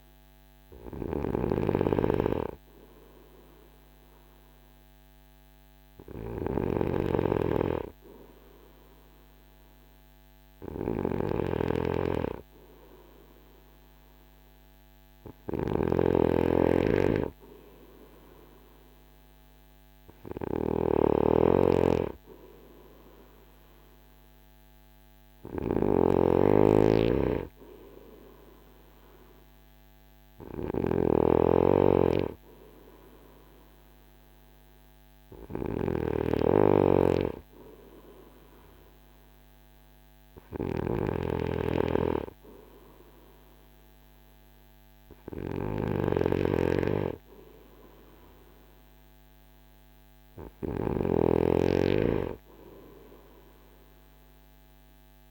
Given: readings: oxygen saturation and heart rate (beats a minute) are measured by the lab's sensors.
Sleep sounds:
breathing in sleep by a microphone on the trachea; none
0.00-55.31 s: snoring (device-marked)
From the record:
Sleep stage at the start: N2 (light sleep); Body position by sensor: on the front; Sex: male

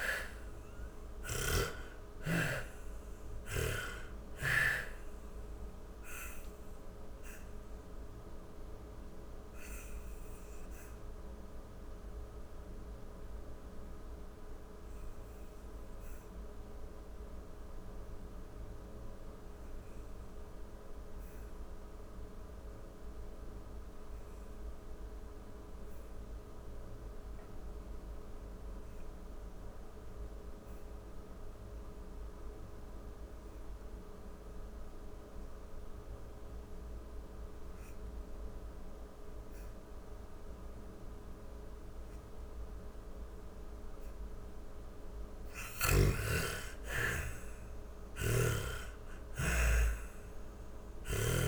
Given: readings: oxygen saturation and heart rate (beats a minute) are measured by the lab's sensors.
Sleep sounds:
breathing in sleep by a room microphone; 1
0.00-2.00 s: arousal
0.00-27.50 s: oxygen desaturation (device-marked, oxygen 76% lowest, heart rate 38 extreme)
7.00-43.00 s: obstructive apnea (oxygen 97% before, 75% lowest, heart rate 48 before, 42 extreme, up 40 after)
41.50-51.48 s: oxygen desaturation (device-marked, oxygen 96% before, 75% lowest, heart rate 56 before, 43 extreme)
45.00-50.50 s: arousal
46.50-50.00 s: snoring (device-marked)
From the record:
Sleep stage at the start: N2 (light sleep); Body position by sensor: on the back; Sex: female

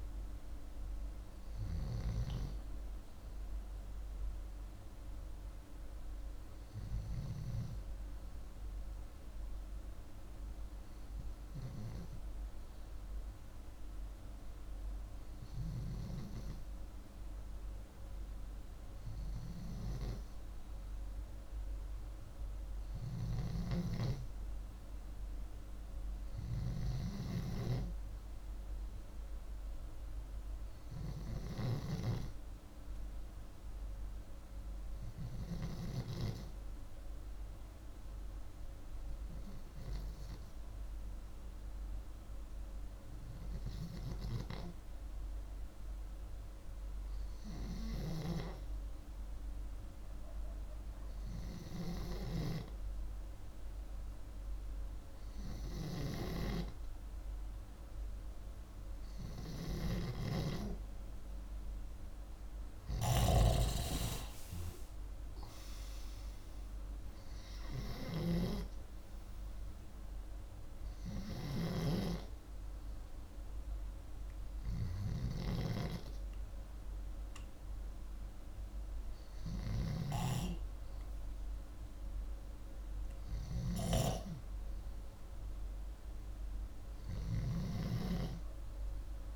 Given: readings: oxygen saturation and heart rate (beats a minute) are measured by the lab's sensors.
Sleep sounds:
breathing in sleep by a room microphone; 1
17.00-20.50 s: arousal
33.50-46.00 s: hypopnea (oxygen 97% before, 92% lowest, heart rate 87 before, 35 extreme)
47.50-50.50 s: arousal
59.50-89.35 s: snoring (device-marked)
From the record:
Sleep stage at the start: N2 (light sleep); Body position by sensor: upright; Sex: male

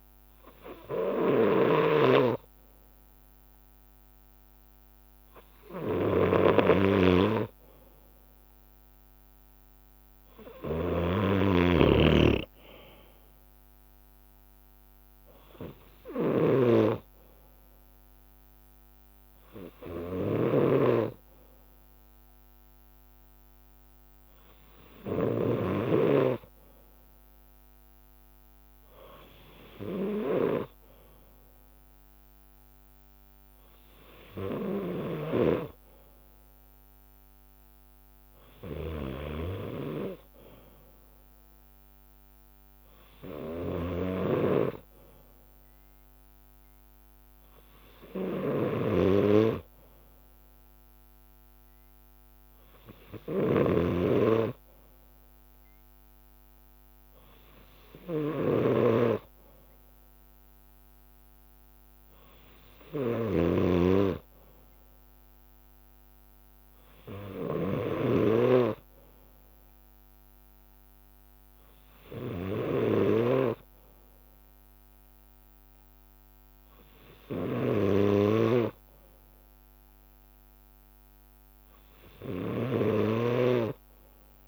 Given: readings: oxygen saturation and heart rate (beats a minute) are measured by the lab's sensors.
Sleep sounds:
breathing in sleep by a microphone on the trachea; none
1.50-11.00 s: snoring (device-marked)
19.00-34.00 s: bradycardia (device-marked, heart rate 59 before, 58 extreme)
44.00-46.00 s: bradycardia (device-marked, heart rate 59 before, 60 extreme)
53.50-63.50 s: snoring (device-marked)
56.00-58.00 s: long interval between heartbeats (device-marked, heart rate 60 before, 68 extreme)
72.00-74.00 s: long interval between heartbeats (device-marked, heart rate 63 before, 69 extreme)
75.00-84.47 s: bradycardia (device-marked, heart rate 59 before, 59 extreme)
77.50-84.00 s: leg movement (device-marked)
From the record:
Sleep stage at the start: N2 (light sleep); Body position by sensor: on the left side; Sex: male

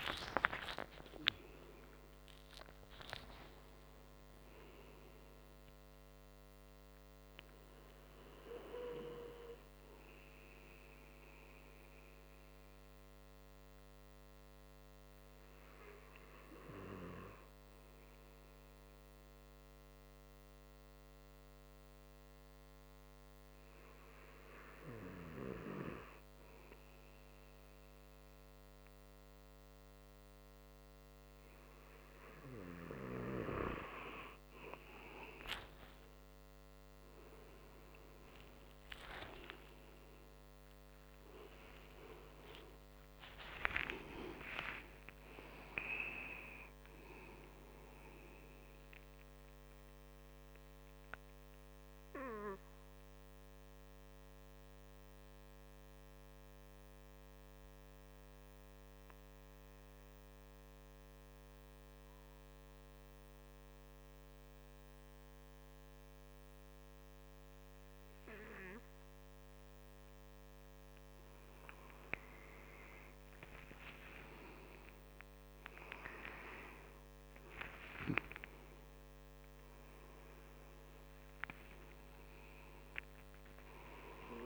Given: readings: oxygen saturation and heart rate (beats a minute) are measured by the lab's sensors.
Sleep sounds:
breathing in sleep by a microphone on the trachea; 2
0.00-5.50 s: arousal
9.00-32.50 s: obstructive apnea (oxygen 97% before, 92% lowest, heart rate 158 before, 115 extreme, up 40 after)
38.00-44.00 s: arousal
51.00-70.50 s: obstructive apnea (oxygen 97% before, 93% lowest, heart rate 165 before, 97 extreme, up 21 after)
77.50-84.46 s: oxygen desaturation (device-marked, oxygen 97% before, 93% lowest, heart rate 116 before, 109 extreme)
81.50-84.46 s: new sleep stage, awake
From the record:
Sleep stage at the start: N2 (light sleep); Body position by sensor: on the right side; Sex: male

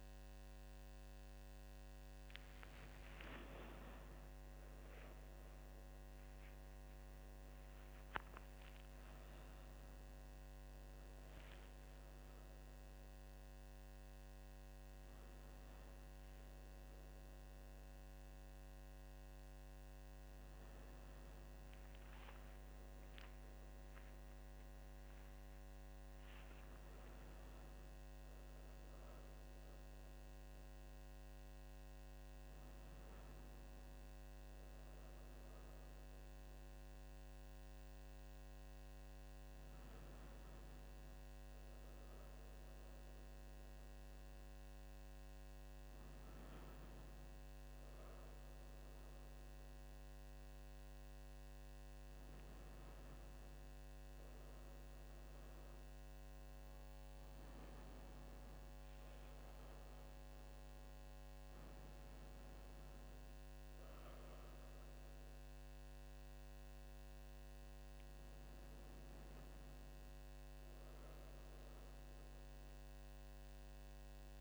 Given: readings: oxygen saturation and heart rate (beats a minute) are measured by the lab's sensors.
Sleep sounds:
a person awake in a sleep study, hard to hear, by a microphone on the trachea; none
39.00-74.41 s: new sleep stage, N1 (lightest sleep)
From the record:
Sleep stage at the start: awake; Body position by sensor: on the back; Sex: female

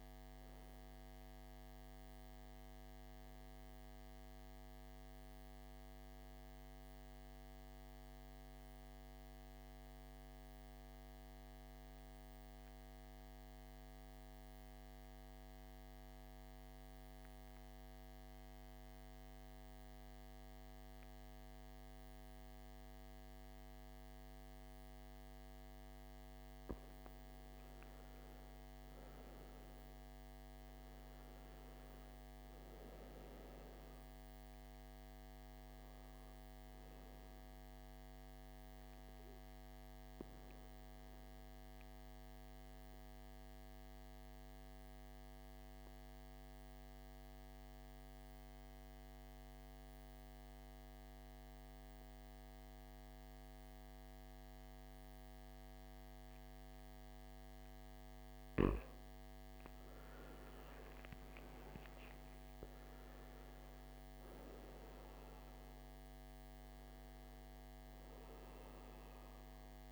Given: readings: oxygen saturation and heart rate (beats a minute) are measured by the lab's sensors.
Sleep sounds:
breathing in sleep, hard to hear, by a microphone on the trachea; 2
0.00-9.50 s: oxygen desaturation (device-marked, oxygen 83% lowest, heart rate 52 extreme)
8.00-26.50 s: mixed apnea (oxygen 97% before, 87% lowest, heart rate 67 before, 52 extreme, up 9 after)
28.50-32.50 s: arousal
29.50-51.50 s: oxygen desaturation (device-marked, oxygen 99% before, 89% lowest, heart rate 54 before, 54 extreme)
44.00-59.00 s: mixed apnea (oxygen 99% before, 82% lowest, heart rate 58 before, 54 extreme, up 13 after)
61.00-65.00 s: arousal
65.50-69.92 s: oxygen desaturation (device-marked, oxygen 97% before, 87% lowest, heart rate 59 before, 52 extreme)
From the record:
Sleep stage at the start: N2 (light sleep); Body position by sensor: on the back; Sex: male

